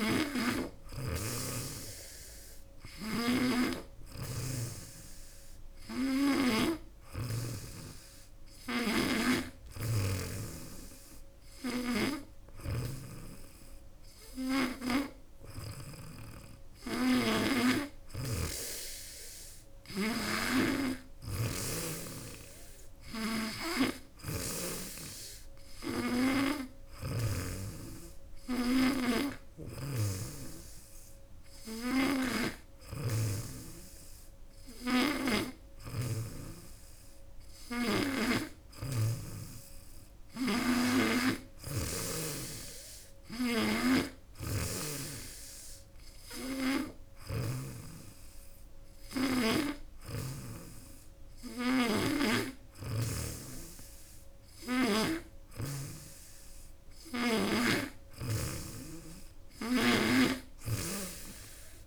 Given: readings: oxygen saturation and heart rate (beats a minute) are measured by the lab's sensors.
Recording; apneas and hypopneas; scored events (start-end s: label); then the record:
breathing in sleep by a room microphone; none
2.50-6.50 s: snoring (device-marked)
8.50-15.50 s: snoring (device-marked)
22.50-38.00 s: snoring (device-marked)
40.00-47.50 s: snoring (device-marked)
49.50-53.00 s: snoring (device-marked)
From the record:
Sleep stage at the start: N3 (deep sleep); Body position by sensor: on the back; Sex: female